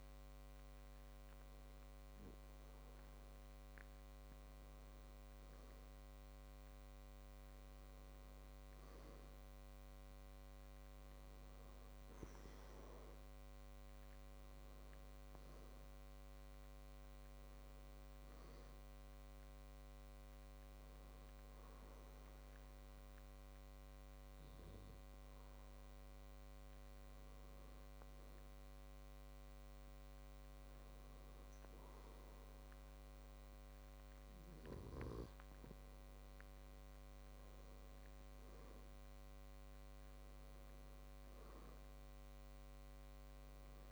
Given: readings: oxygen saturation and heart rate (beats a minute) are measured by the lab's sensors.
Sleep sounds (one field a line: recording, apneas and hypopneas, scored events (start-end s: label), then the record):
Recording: breathing in sleep, hard to hear, by a microphone on the trachea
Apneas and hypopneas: 1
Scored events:
16.50-21.50 s: arousal
27.50-39.50 s: hypopnea (oxygen 96% before, 94% lowest, heart rate 65 before, 62 extreme, up 4 after)
42.00-43.92 s: arousal
From the record:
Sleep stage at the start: N2 (light sleep)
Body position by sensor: on the back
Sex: male